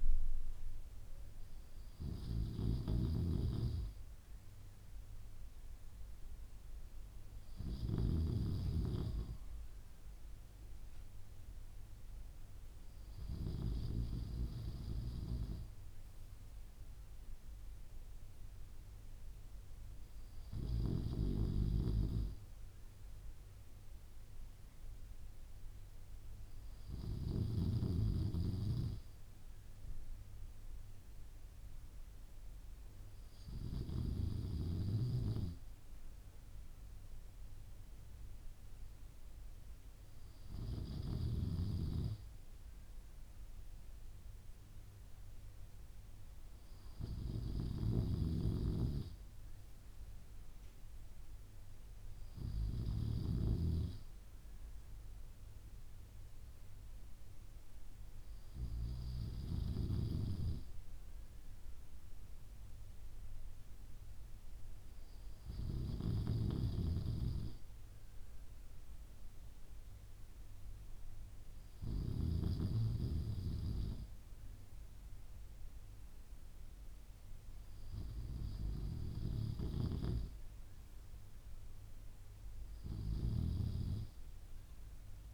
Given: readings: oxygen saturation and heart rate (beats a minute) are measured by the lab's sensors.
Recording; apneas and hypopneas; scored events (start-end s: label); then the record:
breathing in sleep by a room microphone; none
none scored
From the record:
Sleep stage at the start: N2 (light sleep); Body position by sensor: on the back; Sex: male